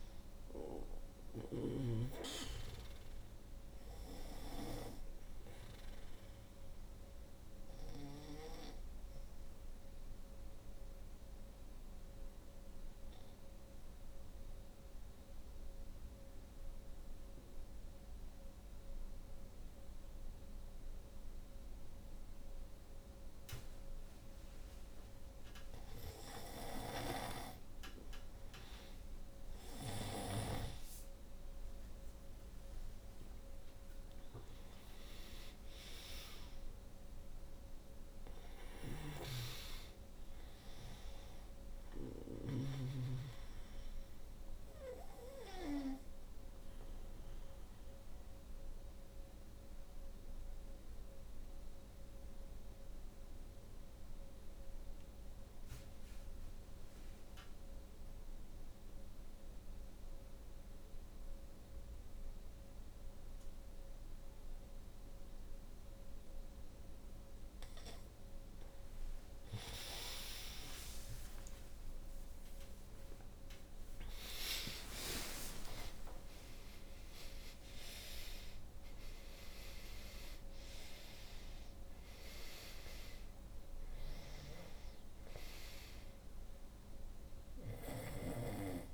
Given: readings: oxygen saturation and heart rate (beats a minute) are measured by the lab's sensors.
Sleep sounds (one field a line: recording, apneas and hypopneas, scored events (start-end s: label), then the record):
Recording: breathing in sleep by a room microphone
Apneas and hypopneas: 2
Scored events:
0.00-23.50 s: oxygen desaturation (device-marked, oxygen 80% lowest, heart rate 58 extreme)
7.00-24.50 s: obstructive apnea (oxygen 96% before, 80% lowest, heart rate 65 before, 57 extreme, up 6 after)
28.50-32.50 s: arousal
34.50-64.50 s: oxygen desaturation (device-marked, oxygen 97% before, 83% lowest, heart rate 64 before, 57 extreme)
37.50-41.50 s: snoring (device-marked)
44.50-66.00 s: obstructive apnea (oxygen 97% before, 82% lowest, heart rate 65 before, 57 extreme, up 42 after)
69.50-88.94 s: oxygen desaturation (device-marked, oxygen 96% before, 82% lowest, heart rate 62 before, 55 extreme)
70.00-74.50 s: arousal
From the record:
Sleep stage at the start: N2 (light sleep)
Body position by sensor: on the back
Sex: female